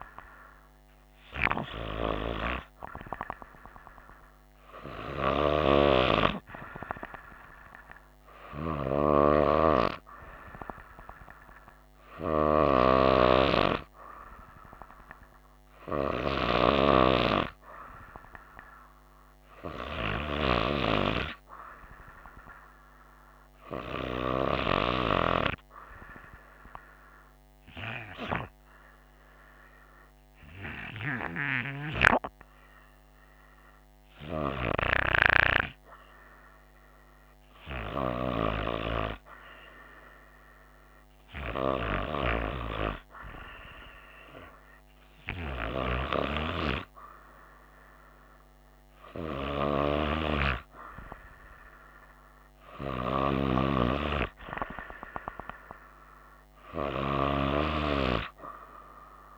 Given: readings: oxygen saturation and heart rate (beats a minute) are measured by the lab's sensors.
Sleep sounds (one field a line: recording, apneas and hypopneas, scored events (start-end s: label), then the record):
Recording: breathing in sleep by a microphone on the trachea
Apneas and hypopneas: none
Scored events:
none scored
From the record:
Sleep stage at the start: N2 (light sleep)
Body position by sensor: on the right side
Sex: female